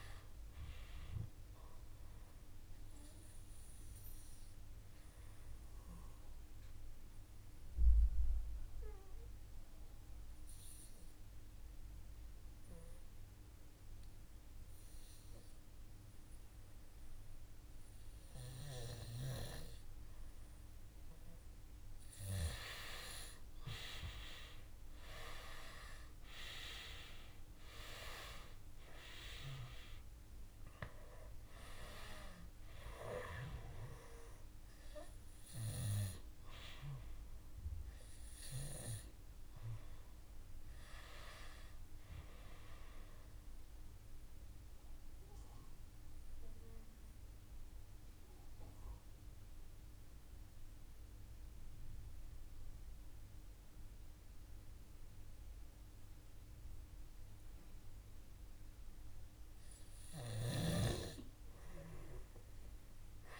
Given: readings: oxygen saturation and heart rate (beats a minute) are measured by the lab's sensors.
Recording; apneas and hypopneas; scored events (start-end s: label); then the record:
breathing in sleep by a room microphone; 2
0.00-11.00 s: oxygen desaturation (device-marked, oxygen 91% lowest, heart rate 54 extreme)
2.50-20.00 s: obstructive apnea (oxygen 97% before, 90% lowest, heart rate 59 before, 54 extreme, up 4 after)
24.00-28.00 s: arousal
28.00-52.00 s: oxygen desaturation (device-marked, oxygen 97% before, 90% lowest, heart rate 56 before, 56 extreme)
43.00-59.00 s: obstructive apnea (oxygen 97% before, 90% lowest, heart rate 59 before, 56 extreme, up 1 after)
From the record:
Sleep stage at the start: N2 (light sleep); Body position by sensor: on the back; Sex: male